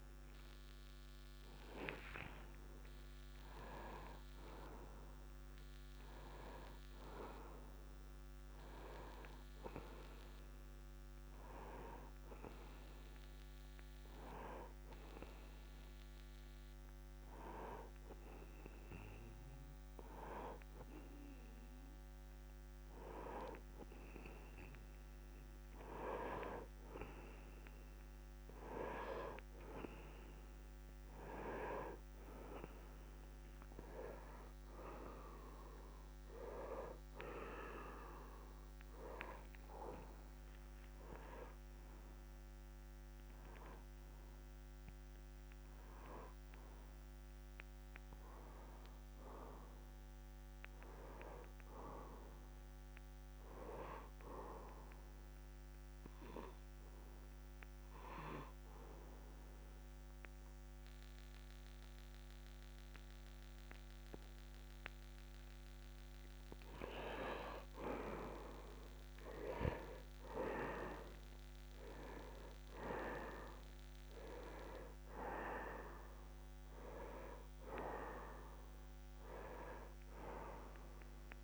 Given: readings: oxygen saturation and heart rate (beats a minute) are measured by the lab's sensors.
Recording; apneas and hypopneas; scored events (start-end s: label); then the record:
a person partly awake in a sleep study, by a microphone on the trachea; 1
2.00-4.00 s: long interval between heartbeats (device-marked, heart rate 76 before, 82 extreme)
6.50-8.50 s: long interval between heartbeats (device-marked, heart rate 78 before, 79 extreme)
25.00-81.44 s: new sleep stage, N1 (lightest sleep)
30.00-45.00 s: oxygen desaturation (device-marked, oxygen 98% before, 94% lowest, heart rate 70 before, 66 extreme)
55.50-66.50 s: hypopnea (oxygen 97% before, 89% lowest, heart rate 70 before, 65 extreme)
68.50-72.00 s: arousal
73.00-81.44 s: oxygen desaturation (device-marked, oxygen 95% before, 89% lowest, heart rate 68 before, 68 extreme)
From the record:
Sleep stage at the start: awake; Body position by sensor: on the right side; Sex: male